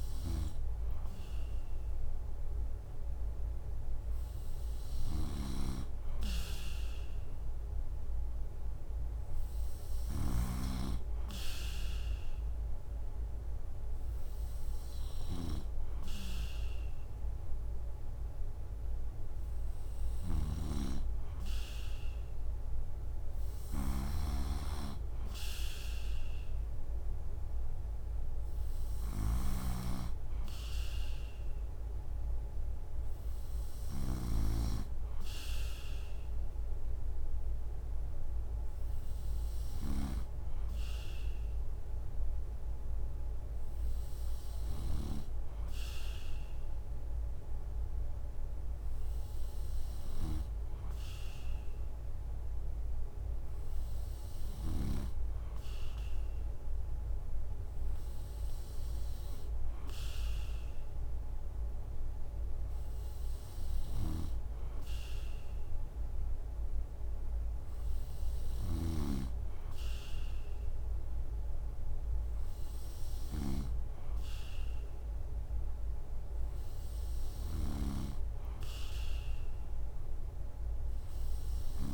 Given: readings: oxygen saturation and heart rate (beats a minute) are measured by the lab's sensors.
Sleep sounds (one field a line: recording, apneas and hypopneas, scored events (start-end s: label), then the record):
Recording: breathing in sleep by a room microphone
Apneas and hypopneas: none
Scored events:
0.00-45.00 s: snoring (device-marked)
63.50-81.94 s: snoring (device-marked)
From the record:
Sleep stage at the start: N3 (deep sleep)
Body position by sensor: on the right side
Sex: male